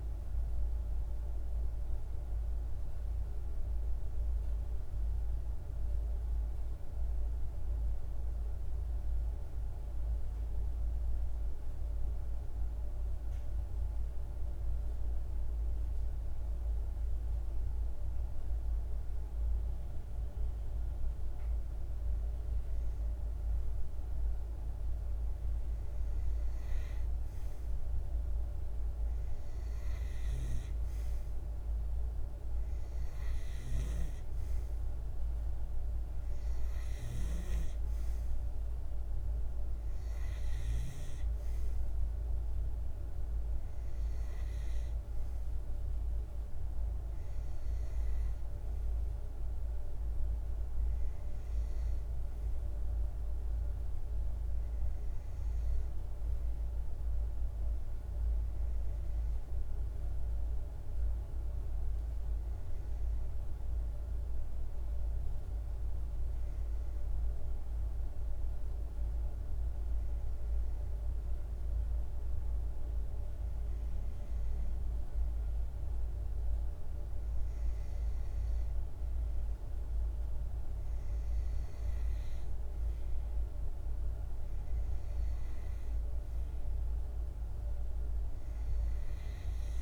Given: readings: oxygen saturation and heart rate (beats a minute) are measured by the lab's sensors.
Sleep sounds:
breathing in sleep, hard to hear, by a room microphone; 1
1.50-16.00 s: obstructive apnea (oxygen 96% before, 91% lowest, heart rate 51 before, 48 extreme, up 1 after)
18.50-22.00 s: arousal
22.00-51.00 s: oxygen desaturation (device-marked, oxygen 96% before, 91% lowest, heart rate 49 before, 48 extreme)
From the record:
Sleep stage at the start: N2 (light sleep); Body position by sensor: on the back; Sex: male

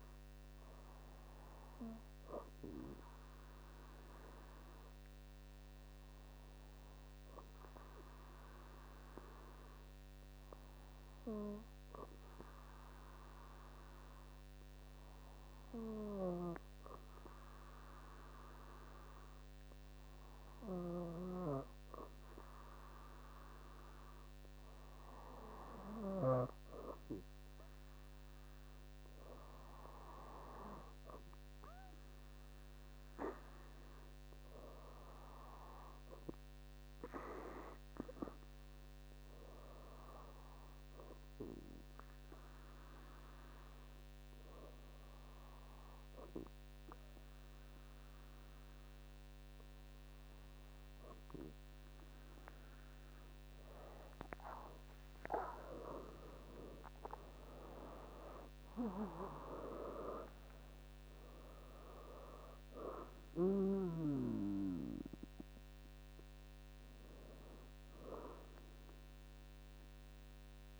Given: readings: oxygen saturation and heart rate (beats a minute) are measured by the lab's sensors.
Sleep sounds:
breathing in sleep by a microphone on the trachea; 2
4.00-20.50 s: obstructive apnea (oxygen 98% before, 95% lowest, heart rate 69 before, 66 extreme, up 2 after)
24.00-28.50 s: arousal
37.00-50.00 s: hypopnea (oxygen 98% before, 95% lowest, heart rate 68 before, 67 extreme, up 6 after)
54.50-59.50 s: arousal
From the record:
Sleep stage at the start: N2 (light sleep); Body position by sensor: on the back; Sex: female

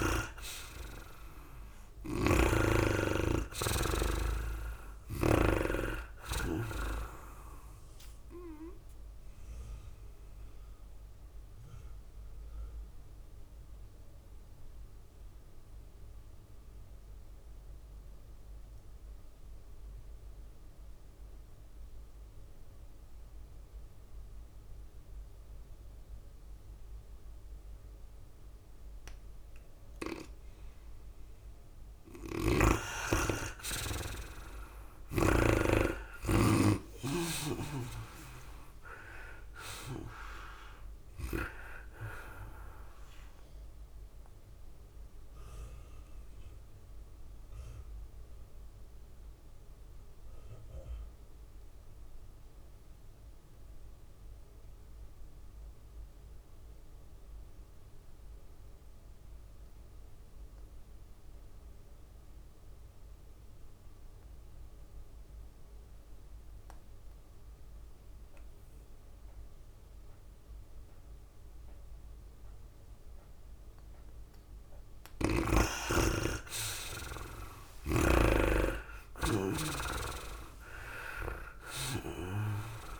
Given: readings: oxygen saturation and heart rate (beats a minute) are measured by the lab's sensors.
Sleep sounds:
breathing in sleep by a room microphone; 2
0.00-4.00 s: arousal
0.00-6.00 s: snoring (device-marked)
0.00-21.50 s: oxygen desaturation (device-marked, oxygen 84% lowest, heart rate 99 extreme)
0.00-24.50 s: tachycardia (device-marked, heart rate 108 extreme)
5.50-19.50 s: drop in pulse transit time (device-marked, heart rate 102 before, 105 extreme)
9.00-29.50 s: obstructive apnea (oxygen 98% before, 82% lowest, heart rate 102 before, 99 extreme, up 2 after)
31.50-59.50 s: oxygen desaturation (device-marked, oxygen 98% before, 83% lowest, heart rate 104 before, 99 extreme)
31.50-65.50 s: tachycardia (device-marked, heart rate 104 before, 109 extreme)
32.50-36.00 s: snoring (device-marked)
33.00-36.50 s: arousal
37.50-51.50 s: drop in pulse transit time (device-marked, heart rate 102 before, 104 extreme)
45.00-74.50 s: obstructive apnea (oxygen 98% before, 81% lowest, heart rate 103 before, 99 extreme, up 6 after)
67.50-83.00 s: oxygen desaturation (device-marked, oxygen 99% before, 82% lowest, heart rate 104 before, 99 extreme)
75.50-83.00 s: tachycardia (device-marked, heart rate 104 before, 109 extreme)
77.00-80.50 s: arousal
78.00-83.00 s: snoring (device-marked)
80.50-83.00 s: drop in pulse transit time (device-marked, heart rate 101 before, 103 extreme)
From the record:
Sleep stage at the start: N2 (light sleep); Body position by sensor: on the back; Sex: female

